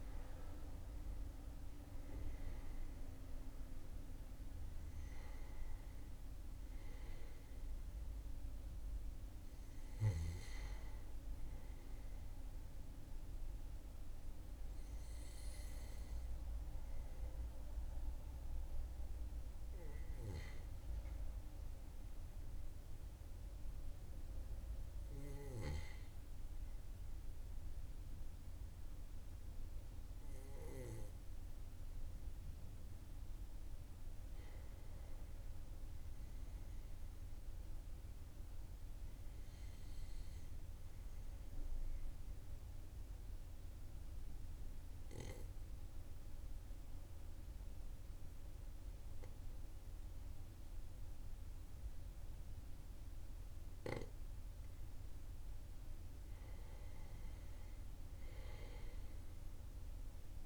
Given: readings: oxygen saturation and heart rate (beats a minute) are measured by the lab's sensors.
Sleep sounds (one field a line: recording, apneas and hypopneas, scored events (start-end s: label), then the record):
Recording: breathing in sleep by a room microphone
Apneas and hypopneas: 1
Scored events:
42.50-56.00 s: obstructive apnea (oxygen 98% before, 95% lowest, heart rate 40 before, 40 extreme, up 2 after)
58.00-60.46 s: arousal
From the record:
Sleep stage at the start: REM sleep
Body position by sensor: on the back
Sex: male